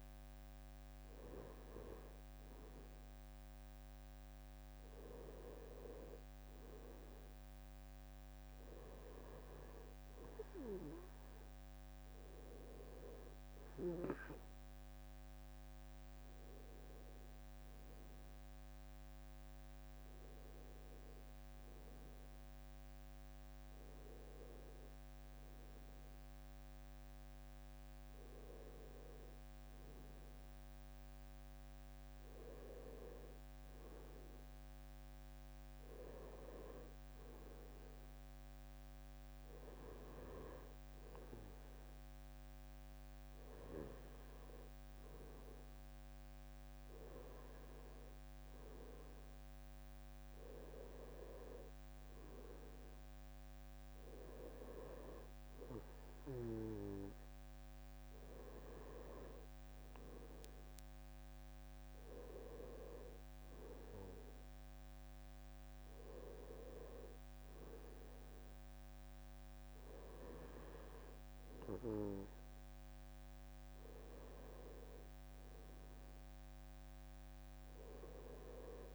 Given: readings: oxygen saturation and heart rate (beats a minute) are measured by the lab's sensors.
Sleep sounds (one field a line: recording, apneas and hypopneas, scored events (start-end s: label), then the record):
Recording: breathing in sleep by a microphone on the trachea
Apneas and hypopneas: none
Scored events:
none scored
From the record:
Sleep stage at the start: N2 (light sleep)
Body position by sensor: on the right side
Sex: male